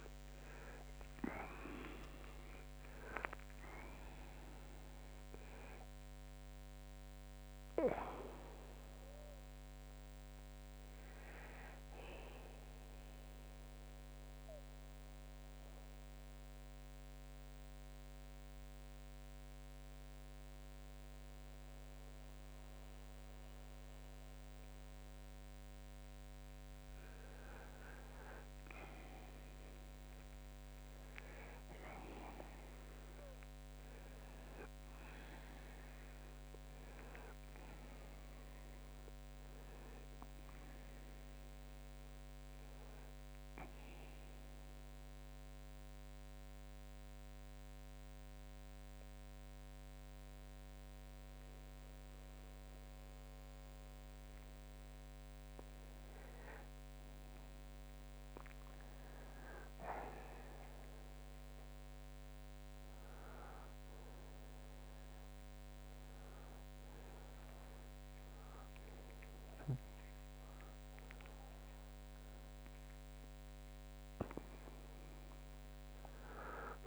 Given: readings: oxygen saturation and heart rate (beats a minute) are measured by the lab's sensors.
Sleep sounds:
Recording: a person partly awake in a sleep study, by a microphone on the trachea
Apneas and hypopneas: 2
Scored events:
11.00-76.87 s: new sleep stage, N2 (light sleep)
13.50-26.00 s: central apnea (oxygen 91% before, 90% lowest, heart rate 130 before, 45 extreme, up 35 after)
28.00-31.50 s: arousal
43.50-54.50 s: central apnea (oxygen 95% before, 90% lowest, heart rate 75 before, 69 extreme, up 8 after)
57.00-61.00 s: arousal
From the record:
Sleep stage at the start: awake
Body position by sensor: on the back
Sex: male

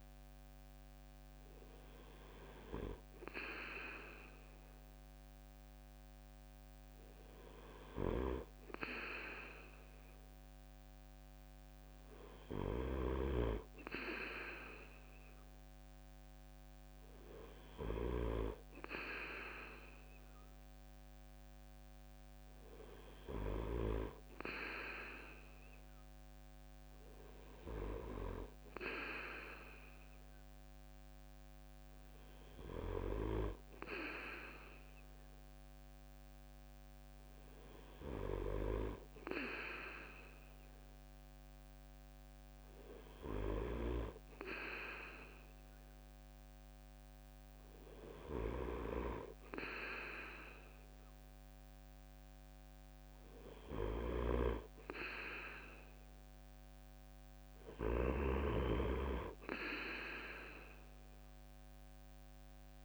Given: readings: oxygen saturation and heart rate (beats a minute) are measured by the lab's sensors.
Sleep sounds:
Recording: breathing in sleep by a microphone on the trachea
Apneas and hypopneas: none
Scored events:
53.50-57.50 s: snoring (device-marked)
From the record:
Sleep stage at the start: N2 (light sleep)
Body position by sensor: on the right side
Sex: male

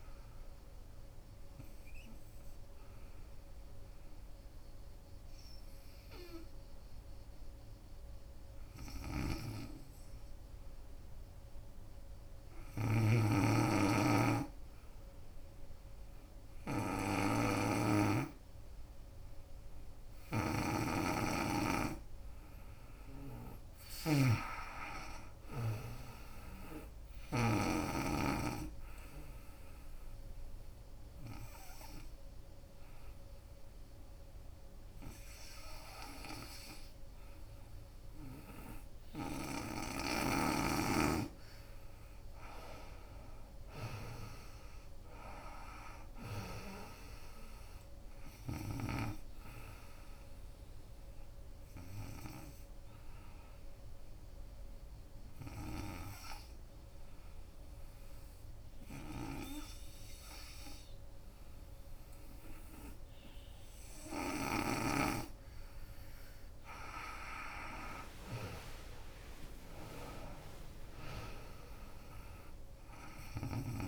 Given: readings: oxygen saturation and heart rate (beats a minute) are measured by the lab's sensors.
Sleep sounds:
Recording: breathing in sleep by a room microphone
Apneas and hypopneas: 3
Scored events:
0.00-1.50 s: drop in pulse transit time (device-marked, heart rate 77 extreme)
0.00-12.50 s: oxygen desaturation (device-marked, oxygen 85% lowest, heart rate 64 extreme)
4.50-22.00 s: hypopnea (oxygen 94% before, 85% lowest, heart rate 77 before, 72 extreme, up 4 after)
18.50-42.50 s: oxygen desaturation (device-marked, oxygen 96% before, 86% lowest, heart rate 74 before, 70 extreme)
24.00-27.50 s: arousal
29.50-40.50 s: obstructive apnea (oxygen 96% before, 85% lowest, heart rate 75 before, 70 extreme, up 17 after)
42.00-46.00 s: arousal
42.50-52.50 s: drop in pulse transit time (device-marked, heart rate 77 before, 79 extreme)
44.50-61.50 s: oxygen desaturation (device-marked, oxygen 91% before, 85% lowest, heart rate 77 before, 63 extreme)
51.50-65.50 s: obstructive apnea (oxygen 91% before, 85% lowest, heart rate 81 before, 63 extreme, up 18 after)
65.50-73.88 s: drop in pulse transit time (device-marked, heart rate 79 before, 78 extreme)
67.50-71.00 s: arousal
70.50-73.88 s: oxygen desaturation (device-marked, oxygen 94% before, 85% lowest, heart rate 77 before, 63 extreme)
From the record:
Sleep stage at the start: N2 (light sleep)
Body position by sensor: on the right side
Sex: female

